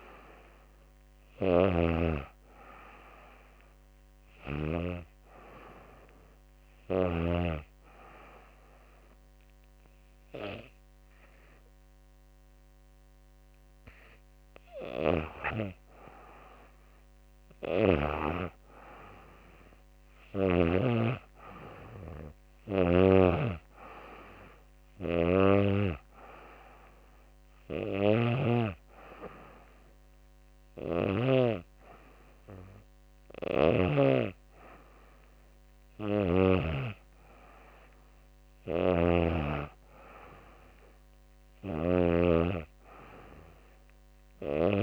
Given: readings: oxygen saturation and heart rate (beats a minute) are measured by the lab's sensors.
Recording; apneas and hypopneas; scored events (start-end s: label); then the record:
breathing in sleep by a microphone on the trachea; 1
0.00-6.00 s: snoring (device-marked)
3.50-13.50 s: hypopnea (oxygen 98% before, 92% lowest, heart rate 76 before, 72 extreme, up 4 after)
16.50-20.50 s: arousal
21.50-30.00 s: snoring (device-marked)
32.00-35.50 s: snoring (device-marked)
37.50-44.83 s: snoring (device-marked)
From the record:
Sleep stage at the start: N2 (light sleep); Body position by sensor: on the back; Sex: female